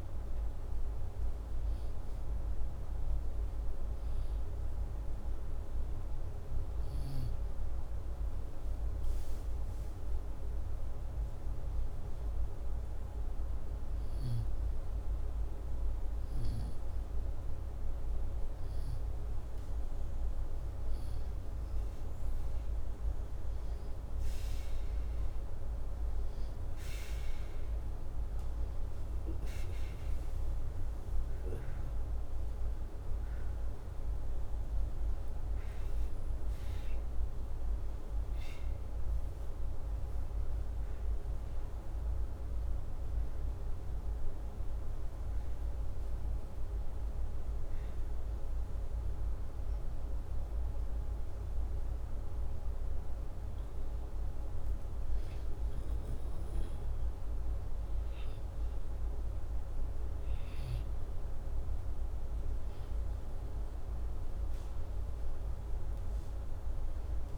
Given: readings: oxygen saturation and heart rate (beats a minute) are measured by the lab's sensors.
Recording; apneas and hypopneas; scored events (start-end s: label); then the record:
breathing in sleep, hard to hear, by a room microphone; none
none scored
From the record:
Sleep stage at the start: N2 (light sleep); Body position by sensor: upright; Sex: male